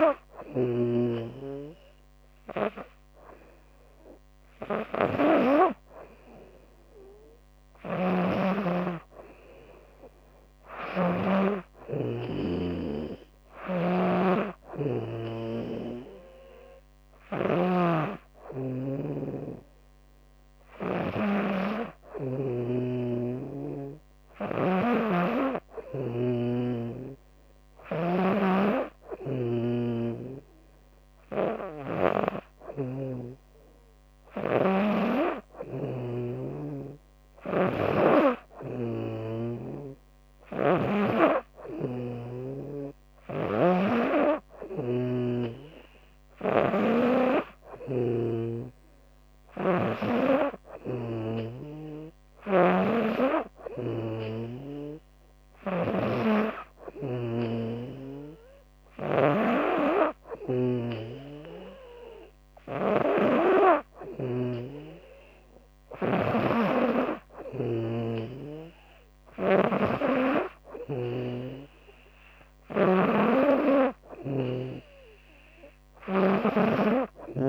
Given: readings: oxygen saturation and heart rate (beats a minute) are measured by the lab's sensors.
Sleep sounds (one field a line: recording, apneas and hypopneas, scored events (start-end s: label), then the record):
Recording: breathing in sleep by a microphone on the trachea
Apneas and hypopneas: none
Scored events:
0.00-20.50 s: snoring (device-marked)
27.50-31.50 s: snoring (device-marked)
41.00-47.50 s: snoring (device-marked)
52.00-77.49 s: snoring (device-marked)
From the record:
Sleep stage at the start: N2 (light sleep)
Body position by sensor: on the back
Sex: female